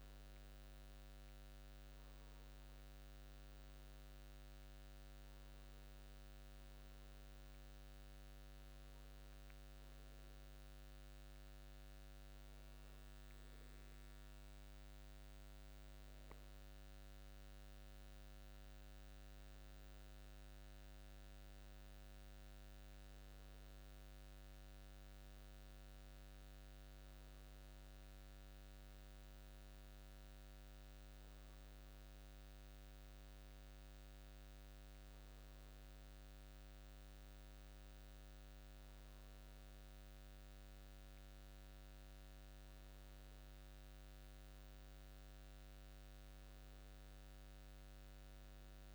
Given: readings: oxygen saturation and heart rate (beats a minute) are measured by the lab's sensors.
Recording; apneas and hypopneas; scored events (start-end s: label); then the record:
breathing in sleep, hard to hear, by a microphone on the trachea; none
none scored
From the record:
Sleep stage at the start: N2 (light sleep); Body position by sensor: on the back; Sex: male